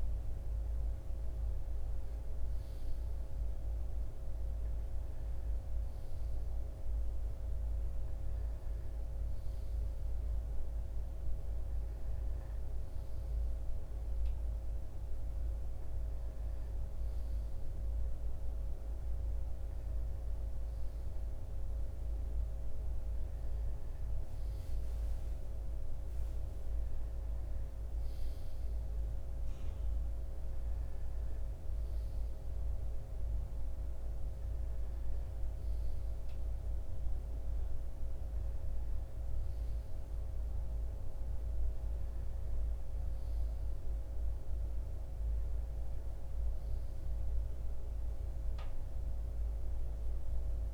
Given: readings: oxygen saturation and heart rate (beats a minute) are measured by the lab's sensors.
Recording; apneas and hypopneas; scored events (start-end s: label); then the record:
breathing in sleep, hard to hear, by a room microphone; none
none scored
From the record:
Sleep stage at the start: N2 (light sleep); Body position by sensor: on the left side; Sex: male